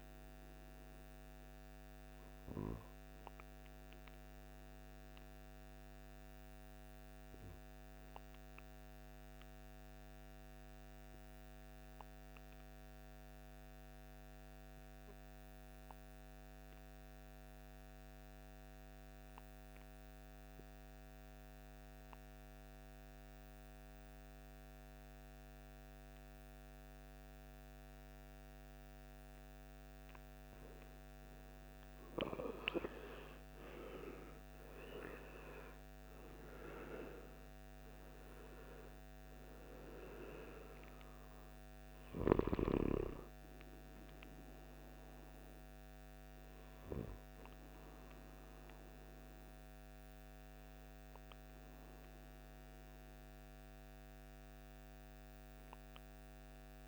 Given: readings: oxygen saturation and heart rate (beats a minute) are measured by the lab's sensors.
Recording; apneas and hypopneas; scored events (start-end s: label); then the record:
breathing in sleep by a microphone on the trachea; 1
0.00-9.00 s: oxygen desaturation (device-marked, oxygen 90% lowest, heart rate 55 extreme)
3.50-28.00 s: obstructive apnea (oxygen 95% before, 90% lowest, heart rate 69 before, 53 extreme, up 17 after)
30.00-56.88 s: oxygen desaturation (device-marked, oxygen 98% before, 90% lowest, heart rate 57 before, 53 extreme)
30.50-34.50 s: arousal
From the record:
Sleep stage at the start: N2 (light sleep); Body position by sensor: on the right side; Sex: male